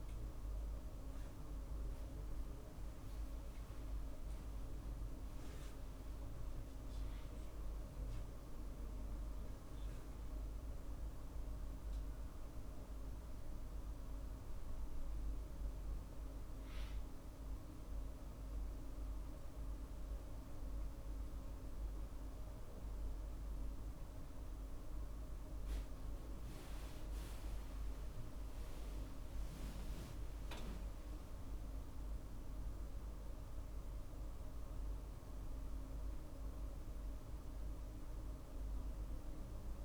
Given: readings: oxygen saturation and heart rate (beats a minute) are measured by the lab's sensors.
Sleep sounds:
a person awake in a sleep study, hard to hear, by a room microphone; none
11.50-16.50 s: arousal
From the record:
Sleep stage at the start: awake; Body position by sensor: on the right side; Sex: male

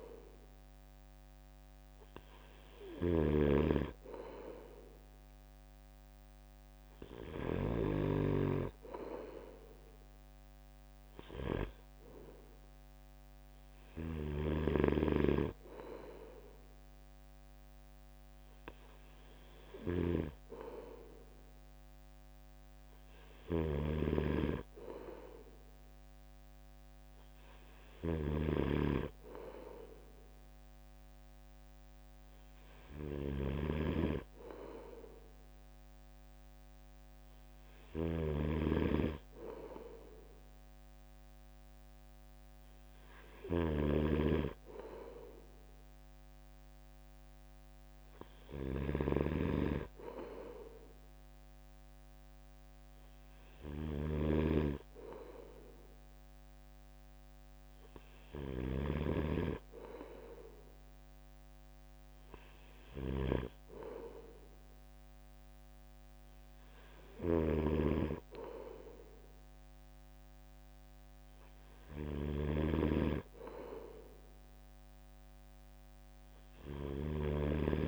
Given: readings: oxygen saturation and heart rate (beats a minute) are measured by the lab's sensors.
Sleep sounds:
breathing in sleep by a microphone on the trachea; none
0.00-7.50 s: snoring (device-marked)
13.50-77.88 s: snoring (device-marked)
From the record:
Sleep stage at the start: N3 (deep sleep); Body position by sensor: on the right side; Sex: male

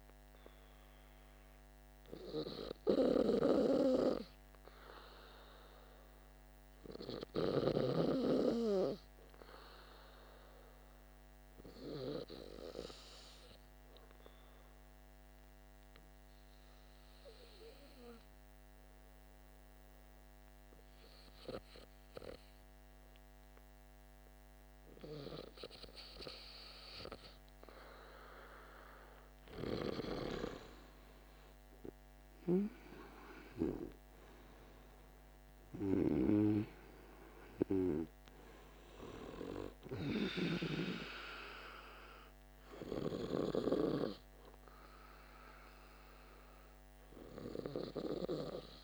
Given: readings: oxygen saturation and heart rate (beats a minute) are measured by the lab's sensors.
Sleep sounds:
breathing in sleep by a microphone on the trachea; 1
0.00-1.00 s: oxygen desaturation (device-marked, oxygen 93% lowest, heart rate 50 extreme)
5.50-8.50 s: arousal
12.00-25.50 s: hypopnea (oxygen 97% before, 92% lowest, heart rate 51 before, 46 extreme, up 9 after)
27.50-31.00 s: arousal
32.00-43.00 s: oxygen desaturation (device-marked, oxygen 95% before, 92% lowest, heart rate 52 before, 46 extreme)
From the record:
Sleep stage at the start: N2 (light sleep); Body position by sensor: on the back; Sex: male

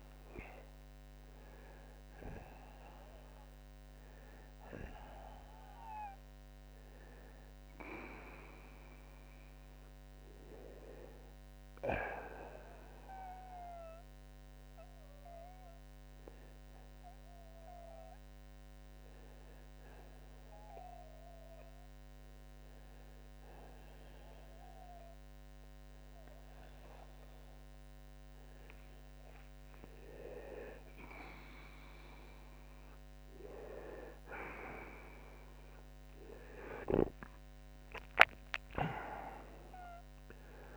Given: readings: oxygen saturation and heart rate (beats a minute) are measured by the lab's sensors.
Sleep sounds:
breathing in sleep by a microphone on the trachea; 1
9.50-23.50 s: oxygen desaturation (device-marked, oxygen 93% before, 89% lowest)
12.50-29.50 s: hypopnea (oxygen 93% before, 87% lowest)
30.50-36.00 s: arousal
From the record:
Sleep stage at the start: N1 (lightest sleep); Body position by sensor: on the right side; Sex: male

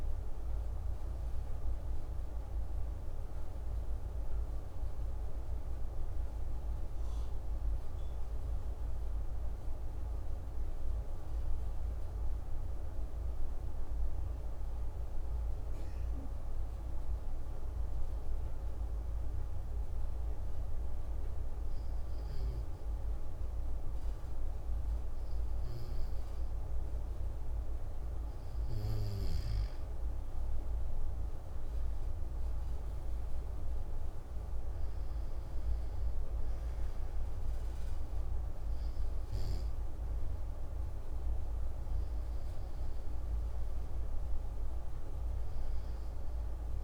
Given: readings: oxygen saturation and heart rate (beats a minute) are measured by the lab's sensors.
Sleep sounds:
breathing in sleep, hard to hear, by a room microphone; 1
0.00-20.00 s: oxygen desaturation (device-marked, oxygen 95% before, 92% lowest)
15.50-28.00 s: obstructive apnea (oxygen 95% before, 93% lowest, heart rate 95 before, 136 extreme)
30.00-34.00 s: arousal
From the record:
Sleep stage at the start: N2 (light sleep); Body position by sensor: on the back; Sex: male

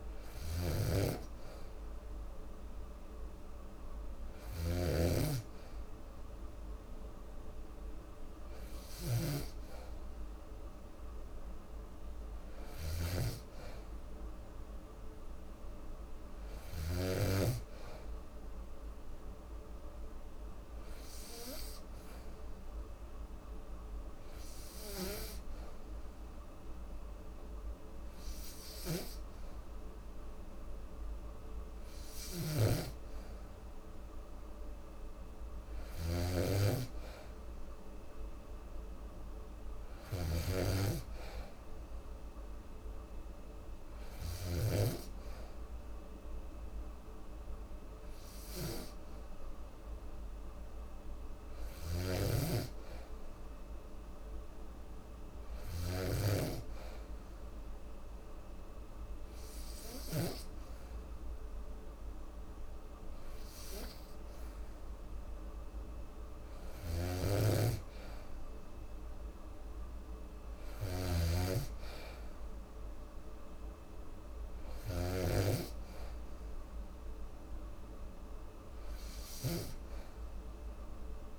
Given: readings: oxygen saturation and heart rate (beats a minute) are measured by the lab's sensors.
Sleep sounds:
breathing in sleep by a room microphone; none
0.00-4.50 s: snoring (device-marked)
From the record:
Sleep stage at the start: N2 (light sleep); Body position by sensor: on the back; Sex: female

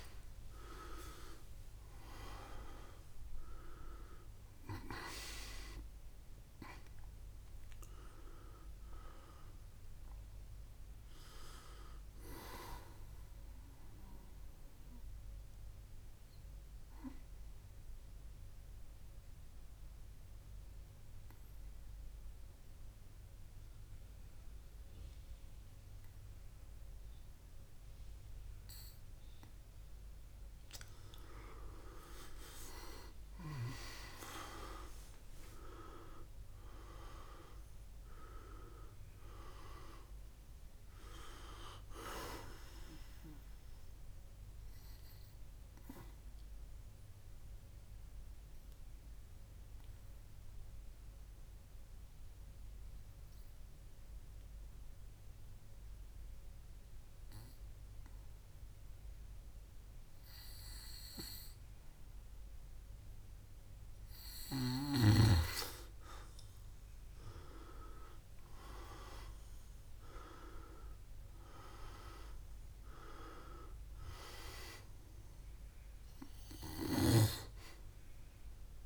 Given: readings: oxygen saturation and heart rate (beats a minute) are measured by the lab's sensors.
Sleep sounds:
breathing in sleep by a room microphone; 2
0.00-2.00 s: arousal
1.00-28.00 s: oxygen desaturation (device-marked, oxygen 97% before, 92% lowest, heart rate 64 before, 61 extreme)
13.00-30.50 s: obstructive apnea (oxygen 97% before, 91% lowest, heart rate 71 before, 61 extreme, up 8 after)
33.00-36.50 s: arousal
38.00-64.00 s: oxygen desaturation (device-marked, oxygen 98% before, 92% lowest, heart rate 67 before, 61 extreme)
44.00-63.50 s: obstructive apnea (oxygen 98% before, 91% lowest, heart rate 70 before, 61 extreme, up 6 after)
66.50-69.50 s: arousal
75.00-78.86 s: oxygen desaturation (device-marked, oxygen 98% before, 91% lowest, heart rate 66 before, 62 extreme)
76.50-78.86 s: snoring (device-marked)
From the record:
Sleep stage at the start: N2 (light sleep); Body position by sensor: on the back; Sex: male

